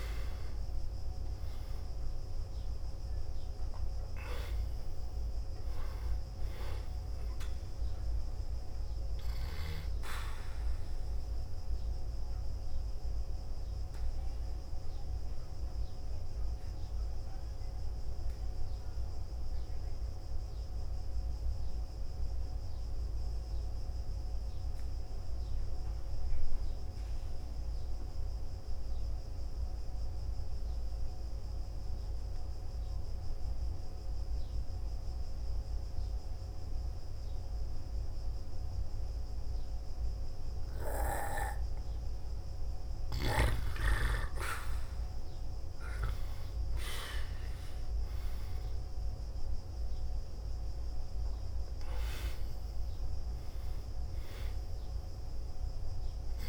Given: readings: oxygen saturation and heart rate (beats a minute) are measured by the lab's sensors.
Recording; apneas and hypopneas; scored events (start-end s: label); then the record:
breathing in sleep by a room microphone; 1
0.00-2.00 s: arousal
1.00-19.00 s: oxygen desaturation (device-marked, oxygen 98% before, 92% lowest, heart rate 58 before, 54 extreme)
13.50-42.50 s: obstructive apnea (oxygen 98% before, 85% lowest, heart rate 58 before, 54 extreme, up 4 after)
26.00-41.00 s: oxygen desaturation (device-marked, oxygen 93% before, 89% lowest, heart rate 60 before, 54 extreme)
43.00-56.49 s: oxygen desaturation (device-marked, oxygen 98% before, 85% lowest, heart rate 58 before, 55 extreme)
45.00-50.00 s: arousal
From the record:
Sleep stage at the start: N2 (light sleep); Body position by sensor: on the back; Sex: male